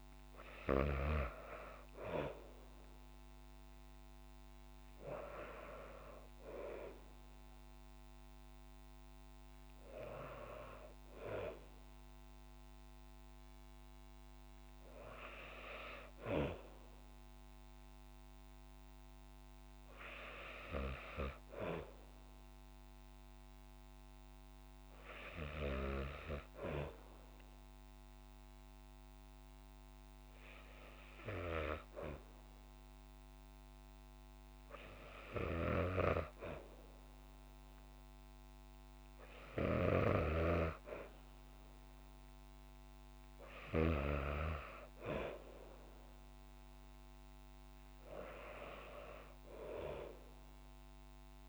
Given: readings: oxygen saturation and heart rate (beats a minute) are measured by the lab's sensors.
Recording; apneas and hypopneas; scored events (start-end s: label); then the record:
breathing in sleep by a microphone on the trachea; none
none scored
From the record:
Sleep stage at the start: N2 (light sleep); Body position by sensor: on the back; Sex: female